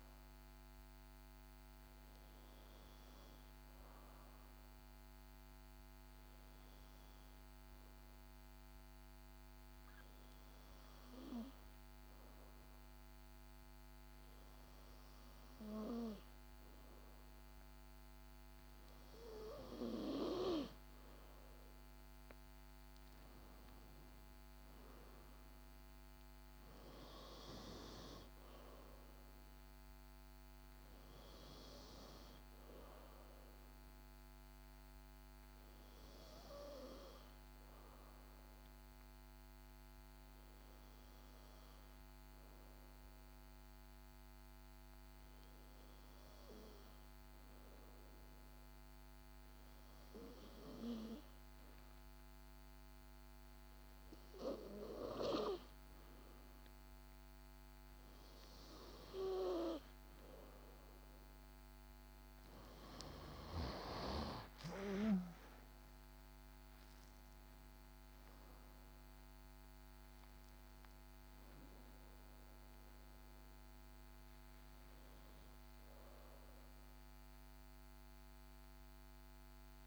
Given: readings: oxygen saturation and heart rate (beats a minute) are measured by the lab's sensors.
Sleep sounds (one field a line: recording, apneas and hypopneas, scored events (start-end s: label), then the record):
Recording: breathing in sleep by a microphone on the trachea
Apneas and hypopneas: 2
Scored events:
5.50-19.50 s: obstructive apnea (oxygen 95% before, 90% lowest, heart rate 59 before, 59 extreme, up 4 after)
21.50-24.50 s: arousal
32.00-54.00 s: oxygen desaturation (device-marked, oxygen 93% before, 90% lowest, heart rate 62 before, 57 extreme)
33.50-55.50 s: obstructive apnea (oxygen 94% before, 90% lowest, heart rate 62 before, 54 extreme, up 5 after)
63.50-68.50 s: arousal
From the record:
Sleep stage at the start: N2 (light sleep)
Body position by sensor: on the back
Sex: female